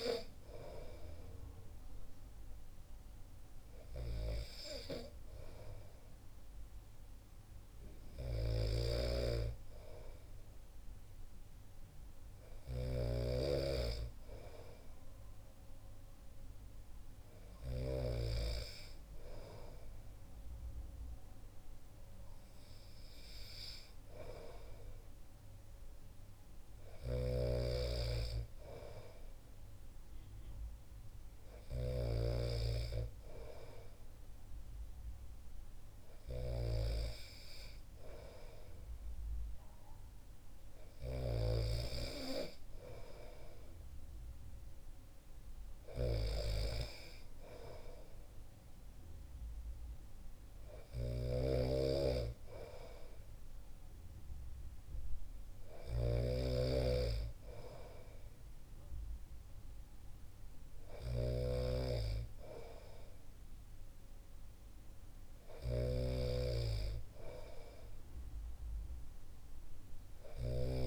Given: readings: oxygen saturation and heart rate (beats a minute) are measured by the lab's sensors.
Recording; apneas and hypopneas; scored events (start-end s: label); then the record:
breathing in sleep by a room microphone; none
8.50-18.00 s: snoring (device-marked)
27.00-32.50 s: snoring (device-marked)
51.00-70.87 s: snoring (device-marked)
From the record:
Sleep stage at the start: N2 (light sleep); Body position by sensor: on the back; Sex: male